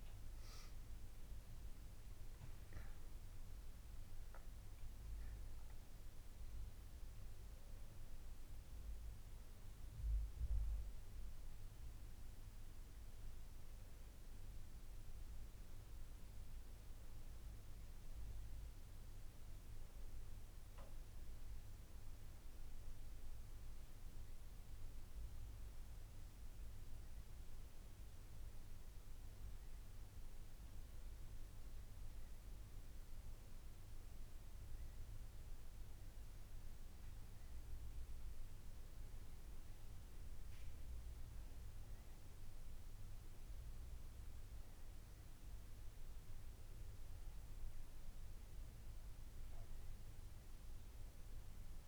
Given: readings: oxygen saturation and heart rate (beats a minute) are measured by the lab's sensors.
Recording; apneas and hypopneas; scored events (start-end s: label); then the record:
breathing in sleep, hard to hear, by a room microphone; none
0.00-3.50 s: arousal
From the record:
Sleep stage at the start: N2 (light sleep); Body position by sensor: on the back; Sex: female